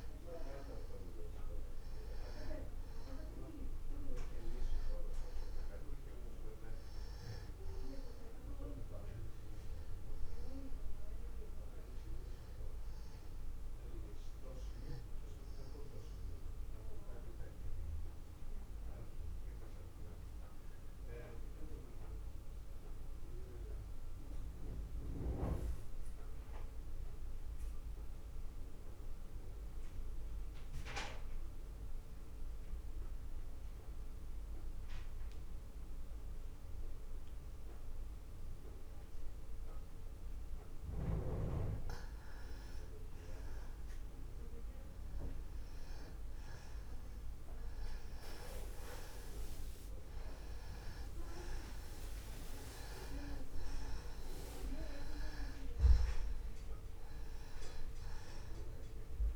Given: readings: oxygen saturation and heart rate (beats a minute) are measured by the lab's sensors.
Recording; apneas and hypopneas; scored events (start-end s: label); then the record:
breathing in sleep by a room microphone; 1
0.00-31.00 s: oxygen desaturation (device-marked, oxygen 88% lowest)
16.00-42.00 s: mixed apnea (oxygen 96% before, 87% lowest)
43.50-46.50 s: arousal
49.00-59.36 s: oxygen desaturation (device-marked, oxygen 97% before, 87% lowest, heart rate 49 before, 40 extreme)
From the record:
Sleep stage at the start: N2 (light sleep); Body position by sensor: on the back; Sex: male